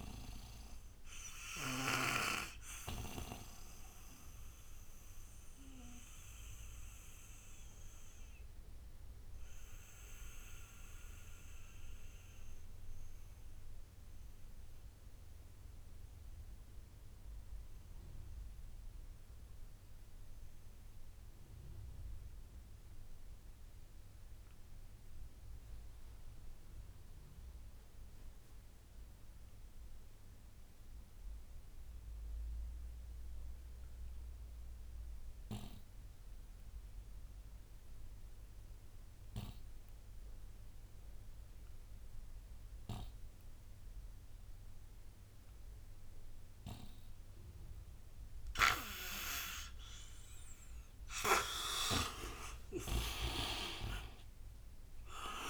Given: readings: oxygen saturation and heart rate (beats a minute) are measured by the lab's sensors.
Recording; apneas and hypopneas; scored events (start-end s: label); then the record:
breathing in sleep by a room microphone; 1
0.00-2.00 s: snoring (device-marked)
0.00-24.50 s: oxygen desaturation (device-marked, oxygen 86% lowest, heart rate 58 extreme)
4.00-50.50 s: mixed apnea (oxygen 98% before, 75% lowest, heart rate 66 before, 58 extreme, up 27 after)
37.50-55.50 s: oxygen desaturation (device-marked, oxygen 98% before, 75% lowest, heart rate 63 before, 59 extreme)
52.00-55.50 s: arousal
From the record:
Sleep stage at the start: N2 (light sleep); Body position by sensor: on the right side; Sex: male